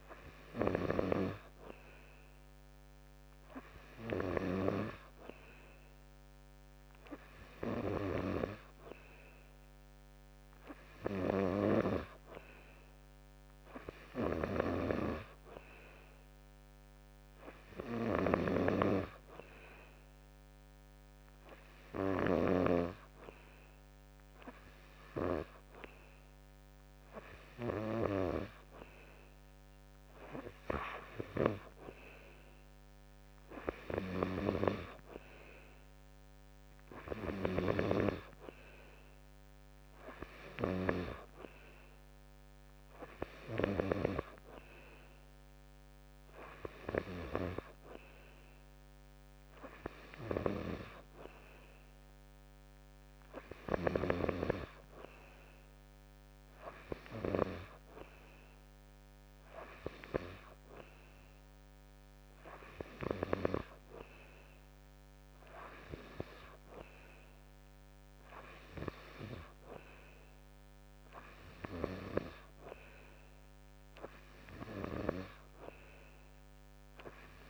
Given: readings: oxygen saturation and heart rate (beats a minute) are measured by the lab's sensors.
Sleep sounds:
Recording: breathing in sleep by a microphone on the trachea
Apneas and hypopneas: none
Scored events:
17.50-22.50 s: snoring (device-marked)
From the record:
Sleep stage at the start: N2 (light sleep)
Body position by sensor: on the back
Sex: male

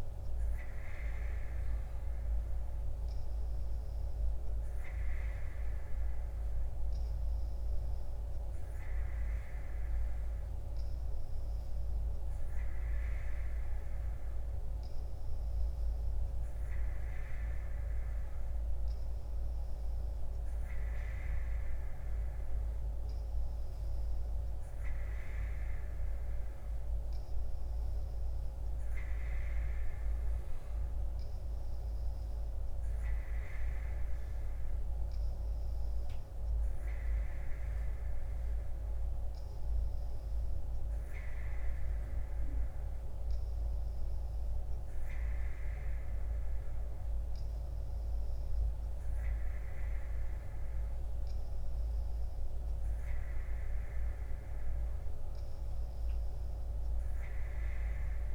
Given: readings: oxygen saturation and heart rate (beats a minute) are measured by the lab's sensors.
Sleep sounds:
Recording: breathing in sleep, hard to hear, by a room microphone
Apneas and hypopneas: none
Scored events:
none scored
From the record:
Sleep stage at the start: N3 (deep sleep)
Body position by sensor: on the right side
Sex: female

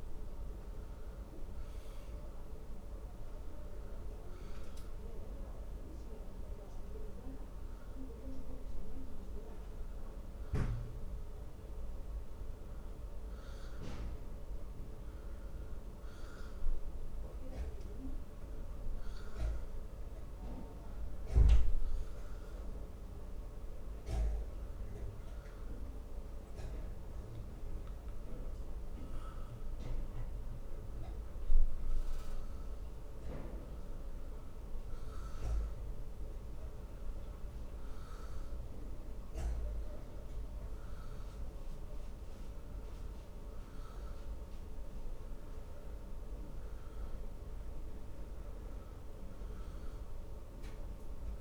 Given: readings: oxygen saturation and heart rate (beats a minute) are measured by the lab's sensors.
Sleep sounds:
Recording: breathing in sleep, hard to hear, by a room microphone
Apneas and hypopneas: 1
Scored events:
0.00-20.00 s: oxygen desaturation (device-marked, oxygen 88% lowest, heart rate 60 extreme)
3.00-51.41 s: new sleep stage, N1 (lightest sleep)
5.00-26.00 s: hypopnea (oxygen 96% before, 88% lowest, heart rate 83 before, 60 extreme, up 6 after)
27.50-32.50 s: arousal
From the record:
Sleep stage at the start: N2 (light sleep)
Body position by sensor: on the back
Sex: male

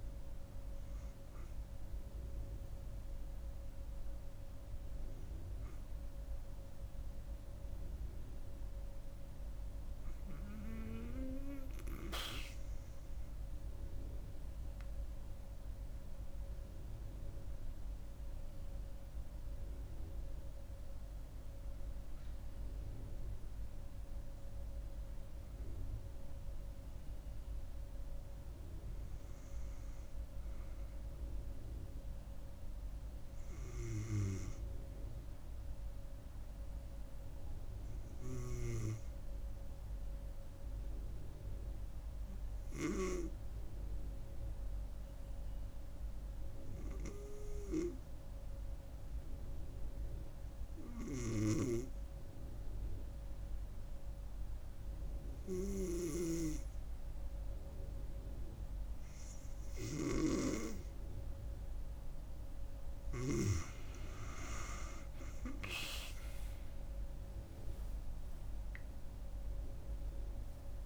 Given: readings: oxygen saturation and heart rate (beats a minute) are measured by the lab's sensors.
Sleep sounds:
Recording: breathing in sleep by a room microphone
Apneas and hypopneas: 2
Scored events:
1.00-13.50 s: obstructive apnea (oxygen 97% before, 91% lowest)
19.00-24.00 s: arousal
37.00-60.50 s: hypopnea (oxygen 96% before, 91% lowest)
60.00-70.85 s: oxygen desaturation (device-marked, oxygen 97% before, 91% lowest)
62.50-67.50 s: arousal
From the record:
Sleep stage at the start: N2 (light sleep)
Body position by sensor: on the right side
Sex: female

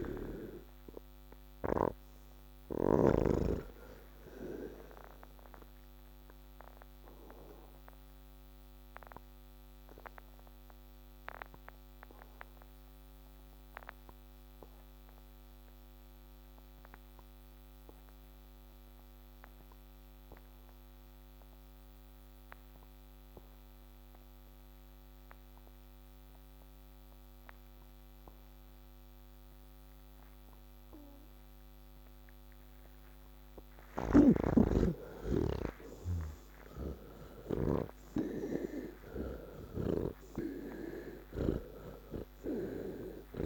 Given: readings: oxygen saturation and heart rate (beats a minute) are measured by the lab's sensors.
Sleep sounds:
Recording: breathing in sleep by a microphone on the trachea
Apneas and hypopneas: 1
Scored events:
0.00-3.50 s: snoring (device-marked)
0.00-18.00 s: oxygen desaturation (device-marked, oxygen 77% lowest, heart rate 56 extreme)
4.50-32.00 s: obstructive apnea (oxygen 98% before, 77% lowest, heart rate 85 before, 36 extreme)
31.00-43.46 s: oxygen desaturation (device-marked, oxygen 98% before, 77% lowest, heart rate 110 before, 36 extreme)
34.00-38.00 s: snoring (device-marked)
40.00-43.46 s: snoring (device-marked)
From the record:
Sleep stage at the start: N2 (light sleep)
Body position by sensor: on the back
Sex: male

